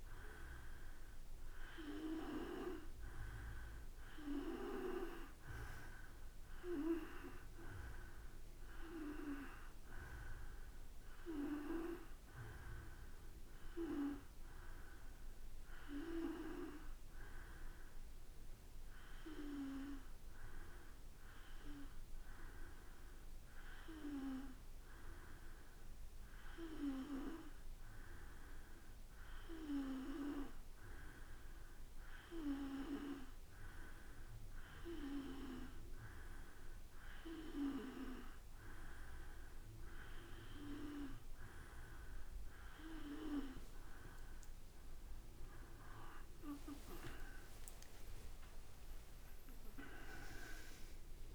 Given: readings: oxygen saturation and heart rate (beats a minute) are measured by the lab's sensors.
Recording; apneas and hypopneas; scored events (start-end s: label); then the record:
breathing in sleep by a room microphone; 1
8.00-13.00 s: arousal
17.00-40.00 s: hypopnea (oxygen 94% before, 87% lowest, heart rate 58 before, 55 extreme, up 11 after)
46.00-50.00 s: arousal
47.50-49.50 s: long interval between heartbeats (device-marked, heart rate 58 before, 68 extreme)
From the record:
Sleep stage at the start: N2 (light sleep); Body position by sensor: on the back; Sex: male